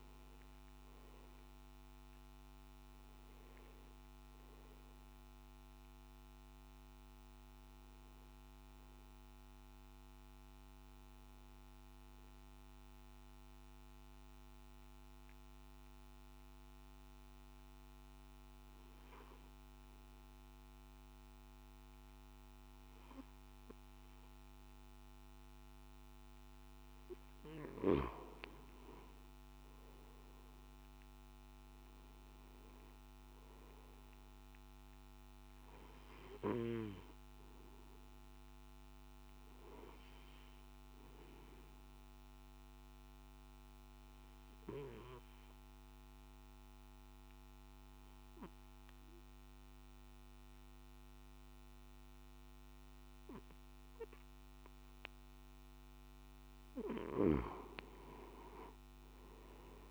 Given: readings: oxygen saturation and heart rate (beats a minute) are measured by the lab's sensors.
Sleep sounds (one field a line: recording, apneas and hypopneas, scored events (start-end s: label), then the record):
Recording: breathing in sleep by a microphone on the trachea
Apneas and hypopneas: 2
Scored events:
0.00-10.50 s: oxygen desaturation (device-marked, oxygen 90% lowest, heart rate 53 extreme)
14.00-26.00 s: mixed apnea (oxygen 98% before, 91% lowest, heart rate 60 before, 50 extreme, up 5 after)
35.50-52.50 s: oxygen desaturation (device-marked, oxygen 98% before, 94% lowest, heart rate 55 before, 50 extreme)
42.00-55.50 s: obstructive apnea (oxygen 98% before, 91% lowest, heart rate 54 before, 50 extreme, up 7 after)
From the record:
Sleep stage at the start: N2 (light sleep)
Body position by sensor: on the back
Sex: male